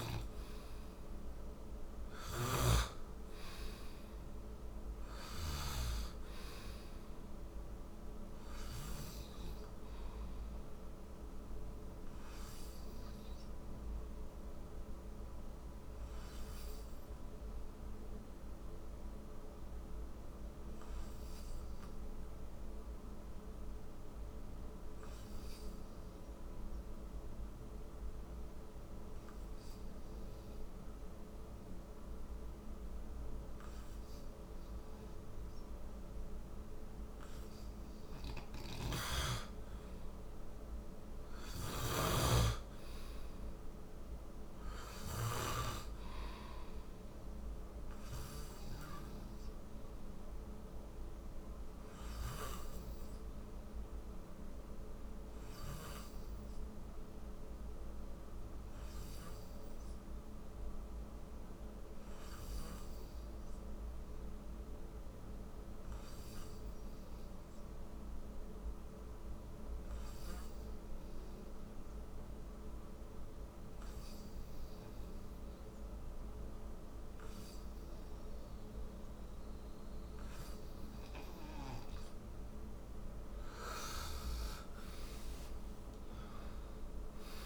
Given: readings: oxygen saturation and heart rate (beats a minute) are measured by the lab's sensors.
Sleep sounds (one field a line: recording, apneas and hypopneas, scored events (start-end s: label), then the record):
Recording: breathing in sleep by a room microphone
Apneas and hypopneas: 2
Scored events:
0.00-2.00 s: snoring (device-marked)
0.00-3.00 s: arousal
0.50-28.50 s: oxygen desaturation (device-marked, oxygen 96% before, 90% lowest, heart rate 62 before, 55 extreme)
13.50-36.50 s: obstructive apnea (oxygen 96% before, 90% lowest, heart rate 66 before, 55 extreme, up 8 after)
38.00-45.00 s: snoring (device-marked)
39.50-44.00 s: arousal
40.50-64.50 s: oxygen desaturation (device-marked, oxygen 98% before, 91% lowest, heart rate 60 before, 55 extreme)
54.00-82.50 s: obstructive apnea (oxygen 98% before, 90% lowest, heart rate 63 before, 55 extreme, up 12 after)
80.50-87.46 s: oxygen desaturation (device-marked, oxygen 96% before, 90% lowest, heart rate 59 before, 57 extreme)
84.50-87.46 s: arousal
From the record:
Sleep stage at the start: N2 (light sleep)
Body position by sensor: on the right side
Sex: male